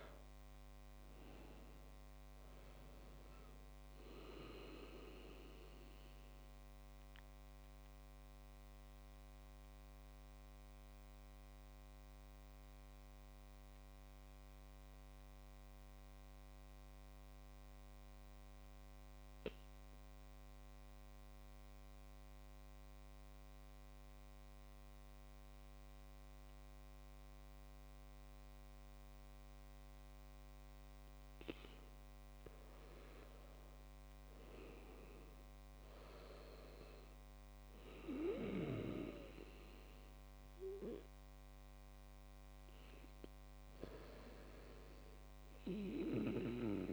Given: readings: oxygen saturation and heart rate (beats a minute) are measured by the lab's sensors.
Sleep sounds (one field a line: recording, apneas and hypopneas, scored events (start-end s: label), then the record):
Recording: breathing in sleep by a microphone on the trachea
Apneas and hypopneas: 1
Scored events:
0.00-8.50 s: oxygen desaturation (device-marked, oxygen 96% lowest, heart rate 59 extreme)
6.50-32.00 s: mixed apnea (oxygen 100% before, 95% lowest, heart rate 72 before, 57 extreme, up 4 after)
34.50-38.00 s: arousal
From the record:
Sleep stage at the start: N2 (light sleep)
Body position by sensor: on the back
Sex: male